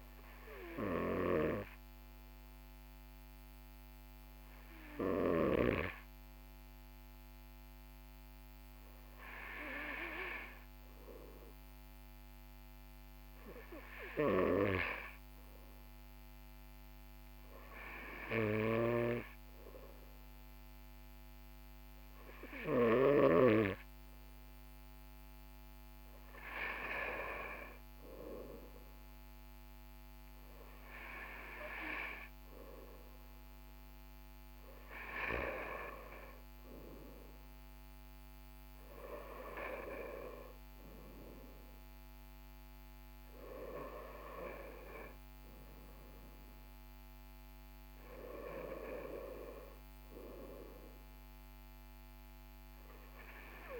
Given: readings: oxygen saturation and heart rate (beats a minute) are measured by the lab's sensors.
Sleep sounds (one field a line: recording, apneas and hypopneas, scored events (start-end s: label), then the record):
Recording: breathing in sleep by a microphone on the trachea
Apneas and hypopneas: none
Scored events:
none scored
From the record:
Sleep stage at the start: N2 (light sleep)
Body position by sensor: on the right side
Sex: male